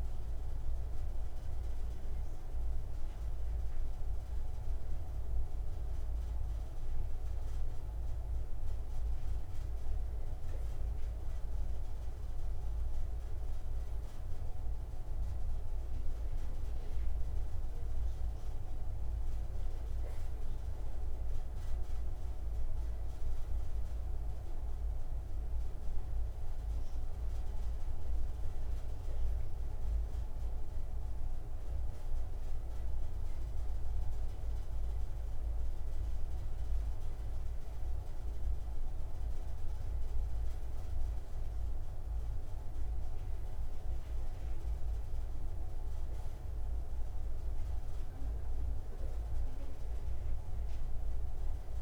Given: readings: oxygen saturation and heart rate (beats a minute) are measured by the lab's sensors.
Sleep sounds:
breathing in sleep, hard to hear, by a room microphone; none
none scored
From the record:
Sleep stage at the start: N2 (light sleep); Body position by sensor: on the right side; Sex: male

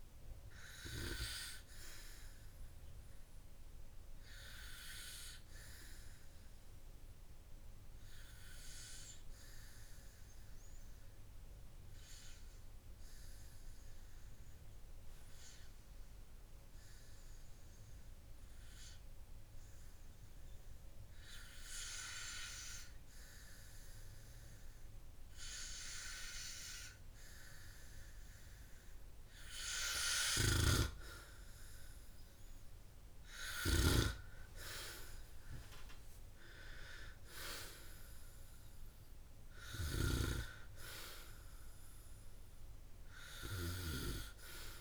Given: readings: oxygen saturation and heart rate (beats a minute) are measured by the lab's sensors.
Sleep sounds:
breathing in sleep by a room microphone; 1
11.50-29.00 s: hypopnea (oxygen 95% before, 94% lowest, heart rate 69 before, 55 extreme, up 6 after)
33.00-35.50 s: arousal
From the record:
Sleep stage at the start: N2 (light sleep); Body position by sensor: on the back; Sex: male

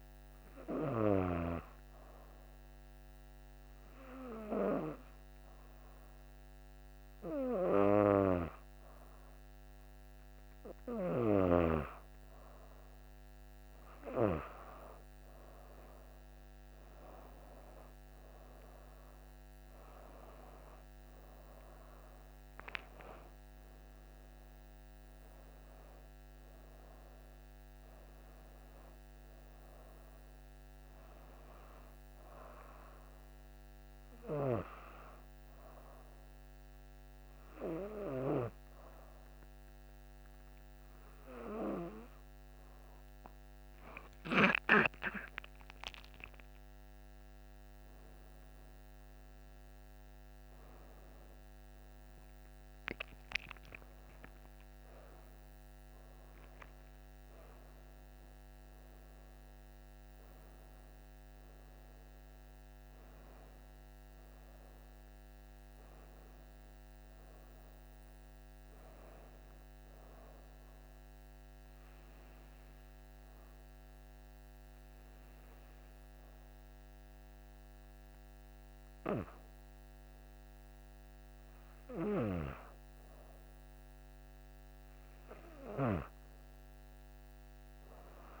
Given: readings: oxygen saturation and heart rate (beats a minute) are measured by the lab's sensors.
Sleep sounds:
breathing in sleep by a microphone on the trachea; 3
1.50-12.00 s: hypopnea (oxygen 94% before, 91% lowest)
14.00-19.00 s: arousal
35.00-46.00 s: hypopnea (oxygen 94% before, 91% lowest, heart rate 71 before, 59 extreme, up 12 after)
47.00-52.00 s: arousal
71.00-82.50 s: hypopnea (oxygen 95% before, 92% lowest, heart rate 74 before, 60 extreme, up 2 after)
84.50-87.50 s: arousal
From the record:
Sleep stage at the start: N2 (light sleep); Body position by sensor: on the back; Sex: female

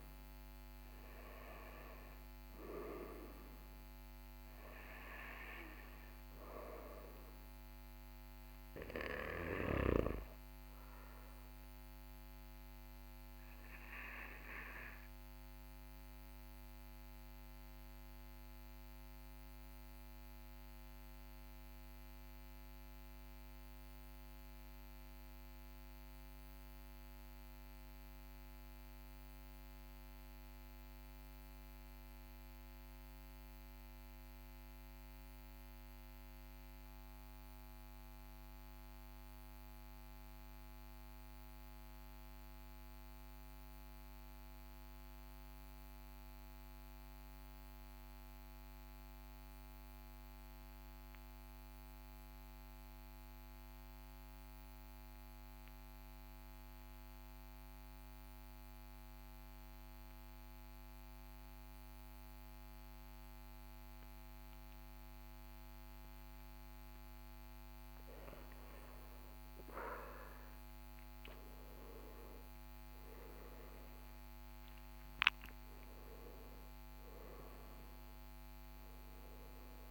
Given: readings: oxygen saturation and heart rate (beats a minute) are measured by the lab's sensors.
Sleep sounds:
breathing in sleep by a microphone on the trachea; 1
0.00-8.00 s: oxygen desaturation (device-marked, oxygen 93% lowest, heart rate 38 extreme)
10.00-31.00 s: oxygen desaturation (device-marked, oxygen 94% before, 89% lowest, heart rate 43 before, 38 extreme)
13.00-66.50 s: mixed apnea (oxygen 96% before, 89% lowest, heart rate 43 before, 38 extreme, up 5 after)
64.00-79.91 s: oxygen desaturation (device-marked, oxygen 98% before, 90% lowest, heart rate 39 before, 38 extreme)
69.50-75.00 s: arousal
From the record:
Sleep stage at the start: N2 (light sleep); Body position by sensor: on the back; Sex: male

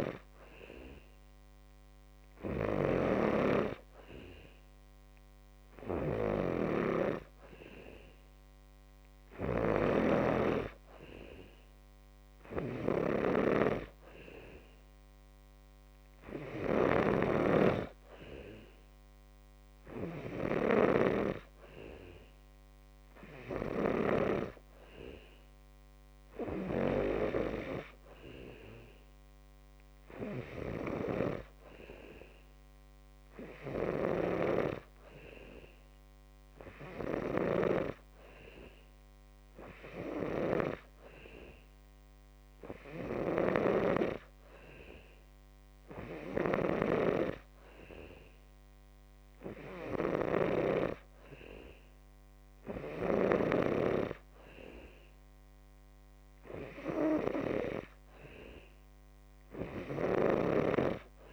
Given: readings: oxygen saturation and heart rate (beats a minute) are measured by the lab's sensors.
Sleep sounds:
breathing in sleep by a microphone on the trachea; none
none scored
From the record:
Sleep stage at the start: N2 (light sleep); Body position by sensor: on the back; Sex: male

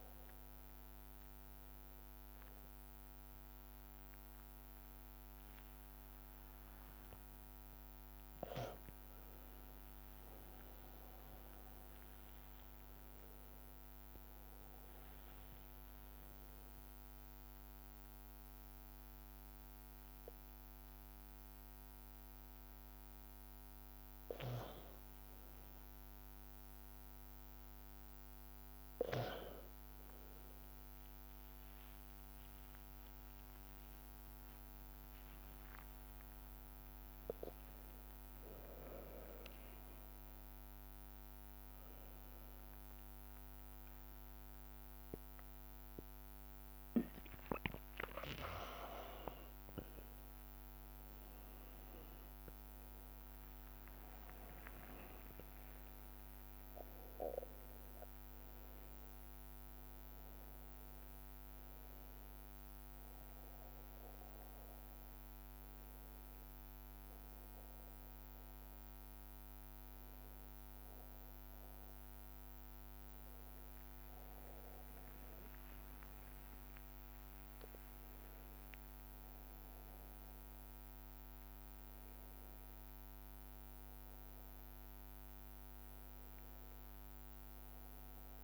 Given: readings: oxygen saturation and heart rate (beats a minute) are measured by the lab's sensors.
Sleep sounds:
a person awake in a sleep study, by a microphone on the trachea; none
0.50-2.50 s: long interval between heartbeats (device-marked, heart rate 68 before, 63 extreme)
3.00-5.00 s: long interval between heartbeats (device-marked, heart rate 65 before, 69 extreme)
6.00-35.00 s: bradycardia (device-marked)
51.00-83.00 s: bradycardia (device-marked)
52.50-54.50 s: long interval between heartbeats (device-marked)
56.00-58.00 s: long interval between heartbeats (device-marked, heart rate 45 before, 37 extreme)
84.00-88.44 s: bradycardia (device-marked)
From the record:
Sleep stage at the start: awake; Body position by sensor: on the back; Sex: male

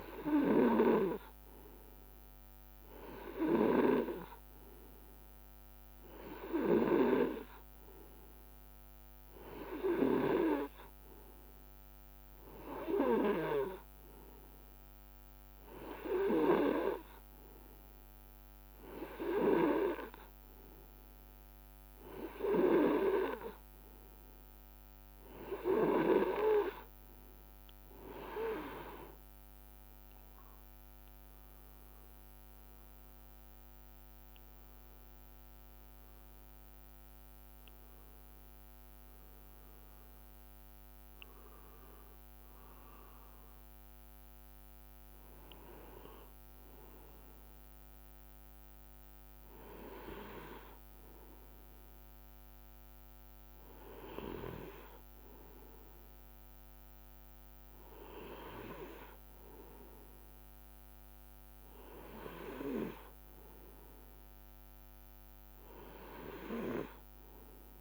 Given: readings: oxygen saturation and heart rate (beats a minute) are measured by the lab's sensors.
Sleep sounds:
breathing in sleep by a microphone on the trachea; none
none scored
From the record:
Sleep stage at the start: N2 (light sleep); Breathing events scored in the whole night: 154 in 4.7 hours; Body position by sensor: on the right side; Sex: male

